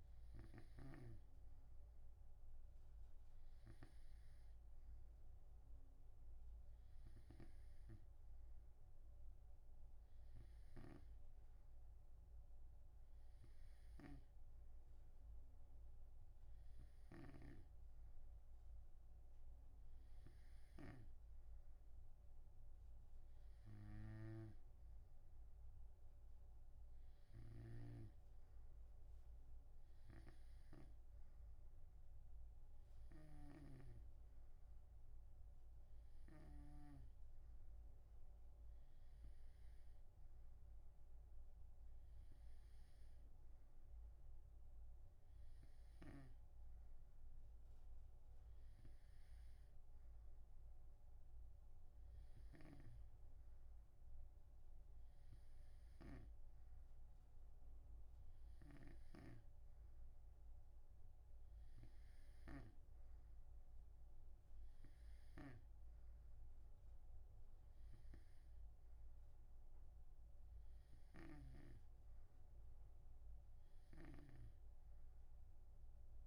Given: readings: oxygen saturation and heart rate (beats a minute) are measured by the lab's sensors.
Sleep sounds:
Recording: breathing in sleep by a room microphone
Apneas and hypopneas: none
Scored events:
0.00-2.50 s: oxygen desaturation (device-marked, oxygen 89% lowest, heart rate 64 extreme)
14.00-21.50 s: snoring (device-marked)
27.50-37.00 s: snoring (device-marked)
59.00-63.00 s: snoring (device-marked)
From the record:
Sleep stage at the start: N2 (light sleep)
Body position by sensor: on the right side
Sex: male

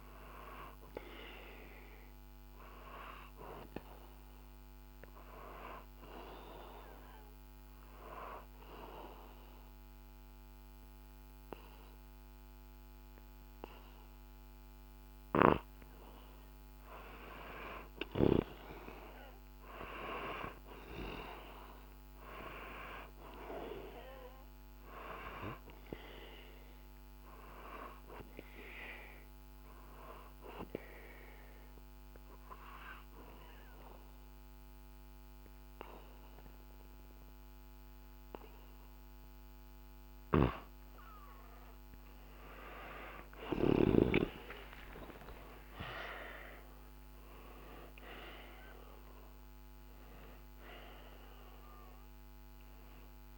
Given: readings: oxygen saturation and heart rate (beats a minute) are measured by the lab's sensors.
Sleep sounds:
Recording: breathing in sleep by a microphone on the trachea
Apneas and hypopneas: 2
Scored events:
3.50-16.00 s: obstructive apnea (oxygen 96% before, 92% lowest, heart rate 64 before, 63 extreme, up 3 after)
18.00-22.50 s: arousal
25.50-43.50 s: oxygen desaturation (device-marked, oxygen 96% before, 92% lowest, heart rate 64 before, 64 extreme)
26.50-40.00 s: obstructive apnea (oxygen 98% before, 92% lowest, heart rate 64 before, 64 extreme, up 4 after)
42.00-47.50 s: arousal
From the record:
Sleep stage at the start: N2 (light sleep)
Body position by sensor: on the back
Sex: male

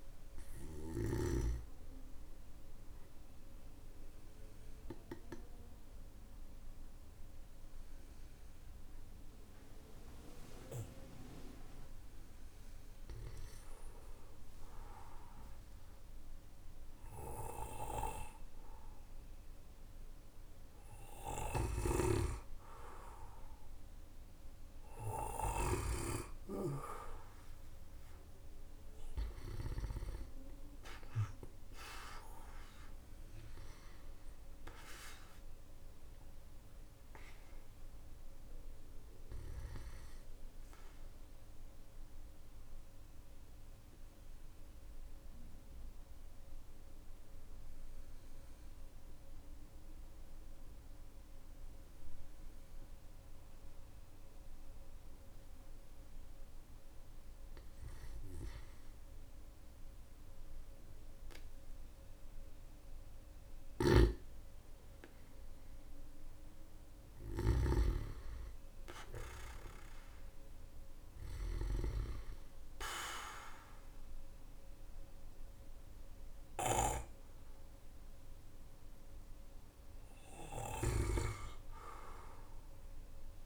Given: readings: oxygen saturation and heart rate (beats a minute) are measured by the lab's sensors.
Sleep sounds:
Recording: a person partly awake in a sleep study, by a room microphone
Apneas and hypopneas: 2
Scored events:
1.00-83.46 s: new sleep stage, N1 (lightest sleep)
2.00-23.00 s: obstructive apnea (oxygen 98% before, 93% lowest, heart rate 57 before, 48 extreme, up 5 after)
19.00-42.00 s: oxygen desaturation (device-marked, oxygen 98% before, 93% lowest, heart rate 56 before, 45 extreme)
21.00-29.50 s: snoring (device-marked)
31.50-36.00 s: arousal
42.50-55.50 s: central apnea (oxygen 97% before, 94% lowest, heart rate 57 before, 45 extreme, up 14 after)
57.00-59.50 s: arousal
63.00-71.50 s: snoring (device-marked)
79.00-83.46 s: oxygen desaturation (device-marked, oxygen 97% before, 94% lowest, heart rate 51 before, 48 extreme)
From the record:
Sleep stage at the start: awake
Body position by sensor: on the back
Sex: male

